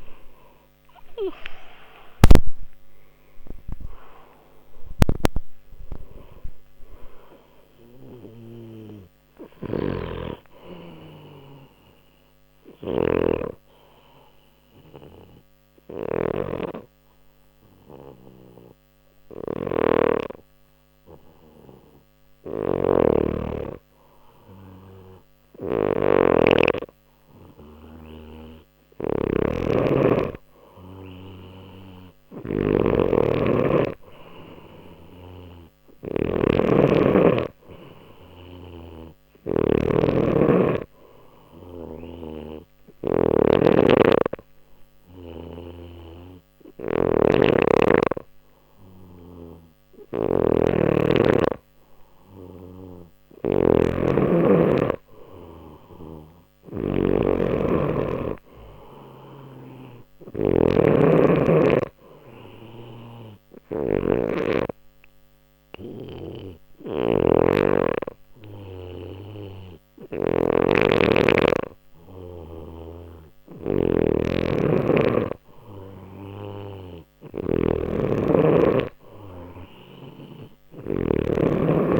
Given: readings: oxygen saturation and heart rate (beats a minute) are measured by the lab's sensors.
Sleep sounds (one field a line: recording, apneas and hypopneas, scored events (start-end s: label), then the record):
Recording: breathing in sleep by a microphone on the trachea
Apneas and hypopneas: 3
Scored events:
0.50-6.00 s: arousal
9.00-82.00 s: snoring (device-marked)
13.50-27.00 s: hypopnea (oxygen 94% before, 91% lowest, heart rate 63 before, 59 extreme, up 4 after)
29.50-33.00 s: arousal
41.50-52.50 s: obstructive apnea (oxygen 97% before, 91% lowest, heart rate 61 before, 59 extreme, up 0 after)
42.50-60.50 s: oxygen desaturation (device-marked, oxygen 97% before, 92% lowest, heart rate 61 before, 59 extreme)
56.00-59.50 s: arousal
63.50-75.00 s: obstructive apnea (oxygen 97% before, 90% lowest, heart rate 60 before, 59 extreme, up 2 after)
77.50-81.50 s: arousal
From the record:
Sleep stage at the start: N2 (light sleep)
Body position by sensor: on the back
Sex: male